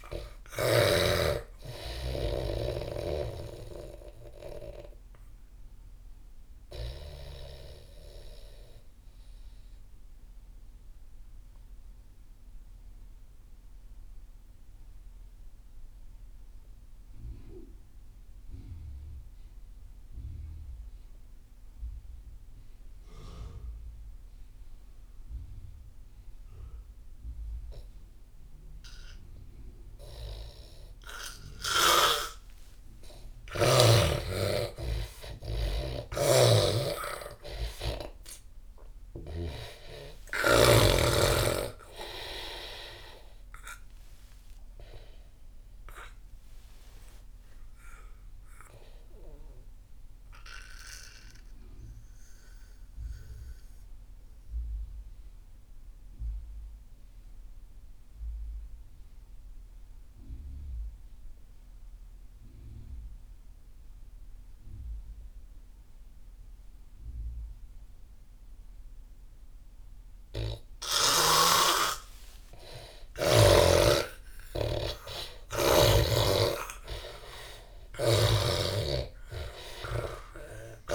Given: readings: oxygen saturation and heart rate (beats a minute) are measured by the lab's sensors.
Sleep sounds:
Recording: breathing in sleep by a room microphone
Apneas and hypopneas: 2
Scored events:
0.00-12.00 s: oxygen desaturation (device-marked, oxygen 82% lowest)
7.00-30.50 s: obstructive apnea (oxygen 98% before, 82% lowest)
30.00-54.00 s: oxygen desaturation (device-marked, oxygen 98% before, 82% lowest)
32.50-37.00 s: arousal
34.00-39.50 s: snoring (device-marked)
47.00-71.50 s: obstructive apnea (oxygen 99% before, 82% lowest)
69.00-80.95 s: oxygen desaturation (device-marked, oxygen 98% before, 83% lowest)
72.00-75.50 s: arousal
From the record:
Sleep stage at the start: N2 (light sleep)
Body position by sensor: on the back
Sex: male

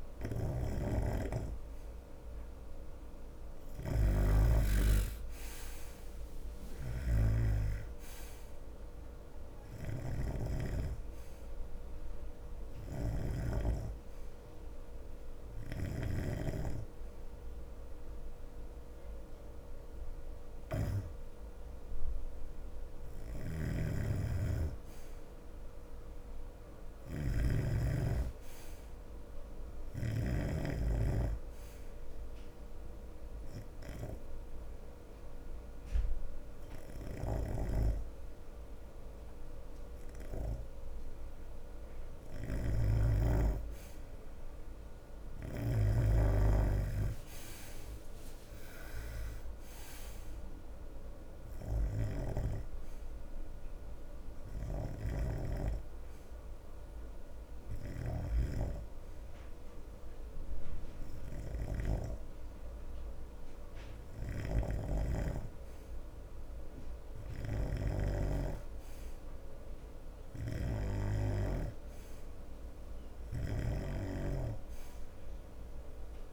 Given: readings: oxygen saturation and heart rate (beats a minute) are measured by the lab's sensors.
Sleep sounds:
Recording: breathing in sleep by a room microphone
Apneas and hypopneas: 3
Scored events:
0.00-62.50 s: snoring (device-marked)
6.00-9.50 s: arousal
11.00-22.50 s: hypopnea (oxygen 92% before, 89% lowest, heart rate 80 before, 73 extreme, up 5 after)
24.00-27.00 s: arousal
32.50-42.50 s: hypopnea (oxygen 92% before, 89% lowest, heart rate 77 before, 73 extreme, up 4 after)
46.00-49.50 s: arousal
54.50-67.50 s: oxygen desaturation (device-marked, oxygen 94% before, 90% lowest, heart rate 77 before, 72 extreme)
55.50-65.50 s: hypopnea (oxygen 94% before, 89% lowest, heart rate 77 before, 72 extreme, up 5 after)
64.50-76.33 s: snoring (device-marked)
68.50-71.50 s: arousal
74.50-76.33 s: oxygen desaturation (device-marked, oxygen 92% before, 89% lowest, heart rate 75 before, 72 extreme)
From the record:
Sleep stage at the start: N2 (light sleep)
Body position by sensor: on the right side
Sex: male

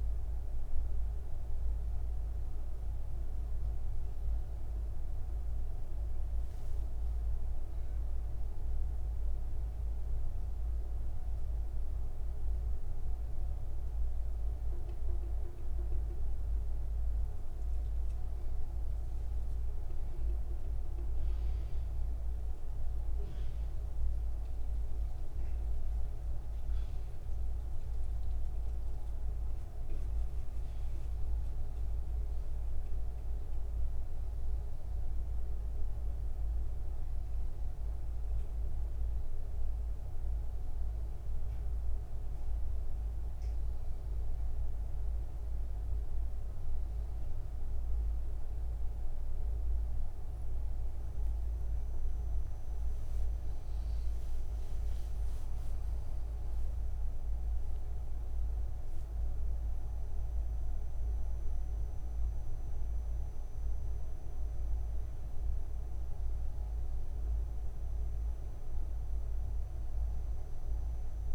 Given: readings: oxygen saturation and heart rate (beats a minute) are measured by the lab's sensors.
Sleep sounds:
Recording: a person awake in a sleep study, hard to hear, by a room microphone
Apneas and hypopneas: none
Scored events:
23.50-25.50 s: long interval between heartbeats (device-marked, heart rate 77 before, 90 extreme)
64.50-71.35 s: new sleep stage, N1 (lightest sleep)
From the record:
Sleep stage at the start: awake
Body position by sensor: on the back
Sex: male

